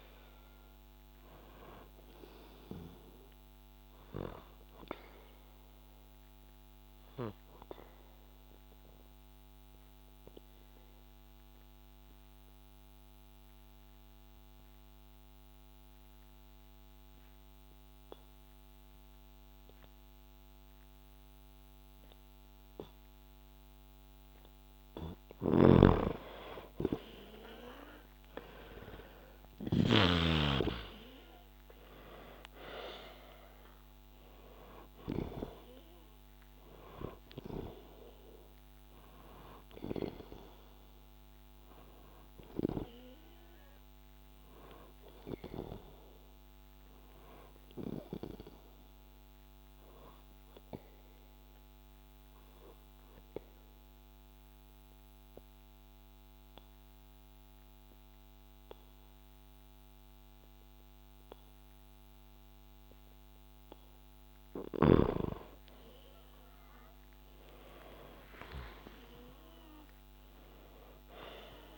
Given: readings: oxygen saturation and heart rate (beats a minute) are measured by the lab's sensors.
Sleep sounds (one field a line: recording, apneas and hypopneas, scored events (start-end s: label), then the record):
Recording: breathing in sleep by a microphone on the trachea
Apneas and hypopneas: 2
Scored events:
4.50-25.50 s: obstructive apnea (oxygen 98% before, 91% lowest, heart rate 61 before, 58 extreme, up 2 after)
25.50-30.00 s: snoring (device-marked)
27.50-31.00 s: arousal
30.50-58.50 s: oxygen desaturation (device-marked, oxygen 98% before, 91% lowest, heart rate 61 before, 61 extreme)
48.50-64.00 s: obstructive apnea (oxygen 98% before, 91% lowest, heart rate 62 before, 61 extreme)
66.00-70.00 s: arousal
From the record:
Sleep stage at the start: N2 (light sleep)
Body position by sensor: on the back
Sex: male